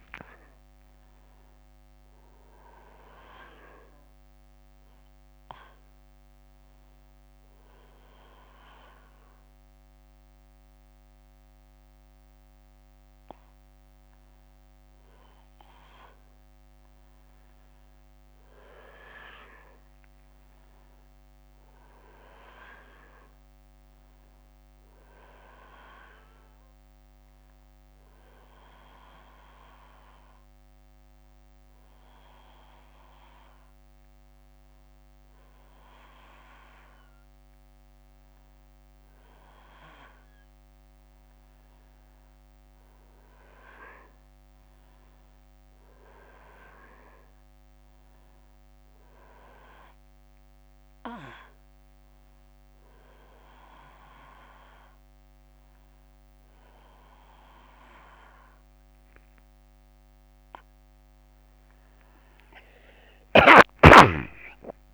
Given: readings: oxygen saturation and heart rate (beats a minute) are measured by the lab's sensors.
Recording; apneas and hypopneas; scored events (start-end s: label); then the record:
a person partly awake in a sleep study, by a microphone on the trachea; 2
2.50-64.94 s: new sleep stage, N1 (lightest sleep)
27.00-37.50 s: hypopnea (oxygen 97% before, 94% lowest, heart rate 71 before, 66 extreme, up 3 after)
40.00-44.00 s: arousal
49.50-60.00 s: hypopnea (oxygen 97% before, 94% lowest, heart rate 69 before, 65 extreme, up 8 after)
62.00-64.94 s: arousal
From the record:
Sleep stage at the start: awake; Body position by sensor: on the back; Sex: male